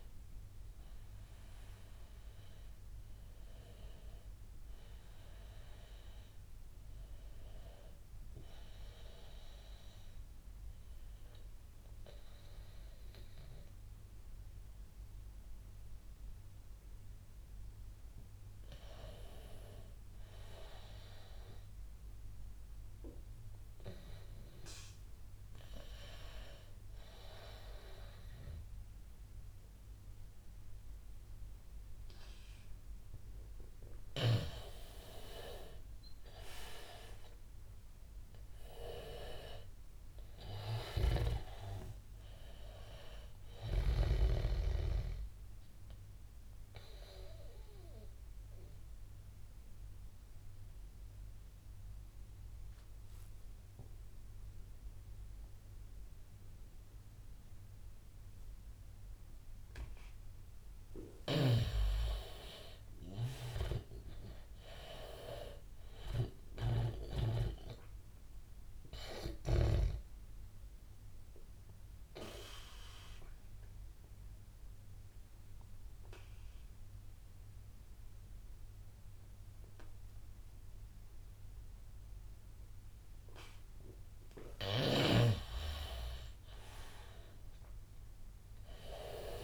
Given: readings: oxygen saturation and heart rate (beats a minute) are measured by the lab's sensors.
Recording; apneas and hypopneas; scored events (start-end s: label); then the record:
breathing in sleep by a room microphone; 3
0.00-20.50 s: oxygen desaturation (device-marked, oxygen 90% lowest, heart rate 81 extreme)
9.00-20.00 s: obstructive apnea (oxygen 97% before, 90% lowest, heart rate 85 before, 81 extreme, up 10 after)
35.00-39.50 s: arousal
38.50-53.50 s: oxygen desaturation (device-marked, oxygen 96% before, 92% lowest, heart rate 88 before, 84 extreme)
41.00-44.50 s: snoring (device-marked)
45.50-60.50 s: obstructive apnea (oxygen 98% before, 91% lowest, heart rate 92 before, 84 extreme, up 9 after)
62.00-66.00 s: arousal
66.50-82.50 s: oxygen desaturation (device-marked, oxygen 97% before, 91% lowest, heart rate 88 before, 88 extreme)
70.00-85.00 s: obstructive apnea (oxygen 97% before, 91% lowest, heart rate 89 before, 88 extreme, up 6 after)
87.00-89.44 s: arousal
From the record:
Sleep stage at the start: N2 (light sleep); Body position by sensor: on the back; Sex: male